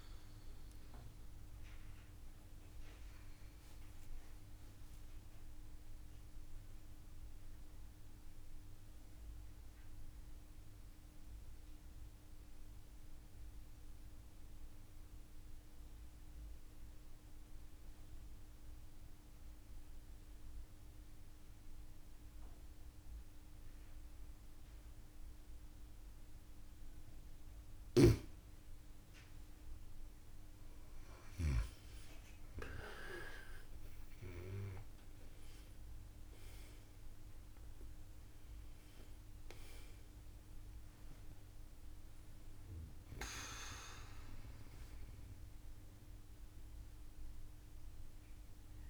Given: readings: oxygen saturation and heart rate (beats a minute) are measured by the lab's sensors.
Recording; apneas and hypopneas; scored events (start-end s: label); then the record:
breathing in sleep by a room microphone; 1
3.00-27.00 s: mixed apnea (oxygen 97% before, 92% lowest)
27.50-31.50 s: snoring (device-marked)
29.00-33.50 s: arousal
34.00-48.90 s: oxygen desaturation (device-marked, oxygen 97% before, 92% lowest)
From the record:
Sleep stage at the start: N2 (light sleep); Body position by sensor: on the back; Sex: female